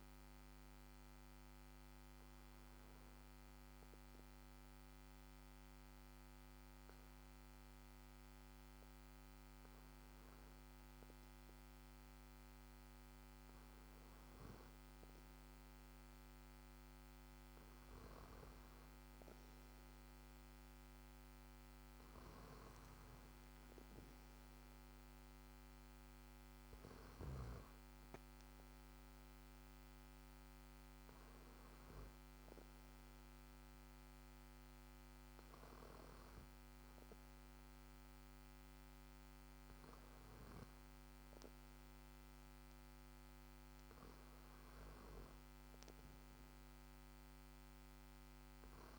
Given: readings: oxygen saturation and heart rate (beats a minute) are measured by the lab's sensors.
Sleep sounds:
breathing in sleep, hard to hear, by a microphone on the trachea; none
4.50-8.00 s: arousal
34.50-38.00 s: arousal
From the record:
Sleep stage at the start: N2 (light sleep); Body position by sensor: on the back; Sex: male

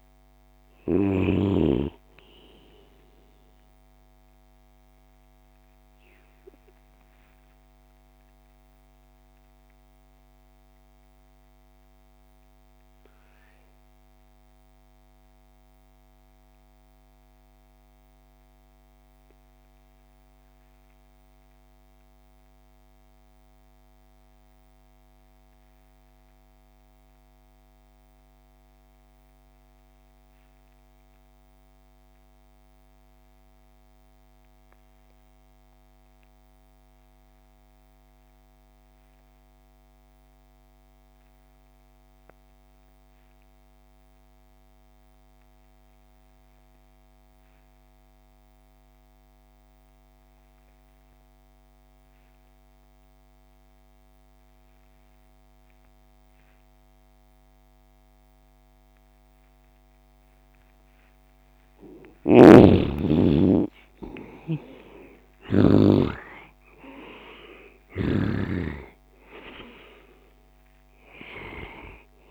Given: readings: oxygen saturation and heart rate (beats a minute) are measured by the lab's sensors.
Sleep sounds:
breathing in sleep by a microphone on the trachea; 1
0.00-1.00 s: snoring (device-marked)
0.00-17.50 s: oxygen desaturation (device-marked, oxygen 83% lowest)
7.50-59.50 s: mixed apnea (oxygen 96% before, 74% lowest)
35.50-72.31 s: oxygen desaturation (device-marked, oxygen 98% before, 74% lowest)
61.00-64.00 s: arousal
61.50-65.50 s: snoring (device-marked)
67.50-72.31 s: new sleep stage, REM sleep
From the record:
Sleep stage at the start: N2 (light sleep); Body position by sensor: on the left side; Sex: male

